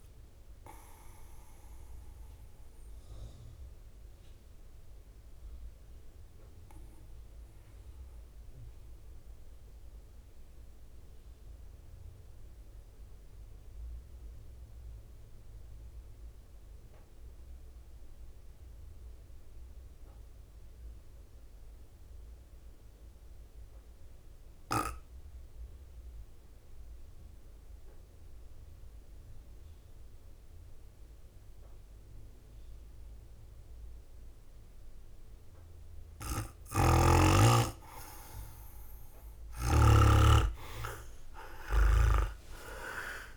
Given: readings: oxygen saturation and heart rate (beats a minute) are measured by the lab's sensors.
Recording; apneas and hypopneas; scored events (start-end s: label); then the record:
breathing in sleep by a room microphone; 1
0.00-1.50 s: drop in pulse transit time (device-marked, heart rate 55 extreme)
2.50-36.50 s: mixed apnea (oxygen 99% before, 94% lowest, heart rate 61 before, 51 extreme, up 14 after)
17.50-24.50 s: oxygen desaturation (device-marked, oxygen 97% before, 94% lowest, heart rate 53 before, 52 extreme)
26.50-32.50 s: drop in pulse transit time (device-marked, heart rate 53 before, 52 extreme)
41.00-43.37 s: leg movement (device-marked)
42.00-43.37 s: arousal
From the record:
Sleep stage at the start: N2 (light sleep); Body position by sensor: on the right side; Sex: male